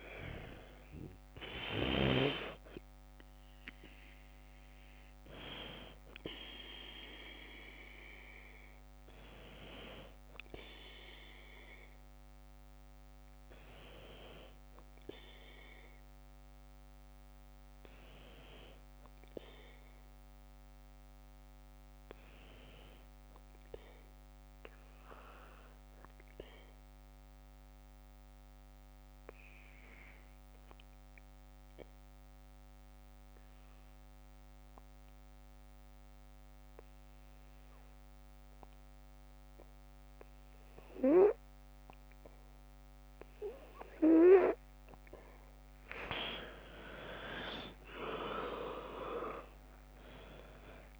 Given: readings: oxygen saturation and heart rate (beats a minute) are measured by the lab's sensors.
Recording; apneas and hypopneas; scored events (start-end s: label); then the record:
breathing in sleep by a microphone on the trachea; 1
0.00-22.50 s: oxygen desaturation (device-marked, oxygen 90% lowest, heart rate 50 extreme)
26.00-40.50 s: obstructive apnea (oxygen 99% before, 90% lowest, heart rate 52 before, 48 extreme, up 4 after)
44.50-51.00 s: oxygen desaturation (device-marked, oxygen 98% before, 90% lowest, heart rate 54 before, 46 extreme)
45.00-51.00 s: arousal
From the record:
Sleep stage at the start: N2 (light sleep); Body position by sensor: on the back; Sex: female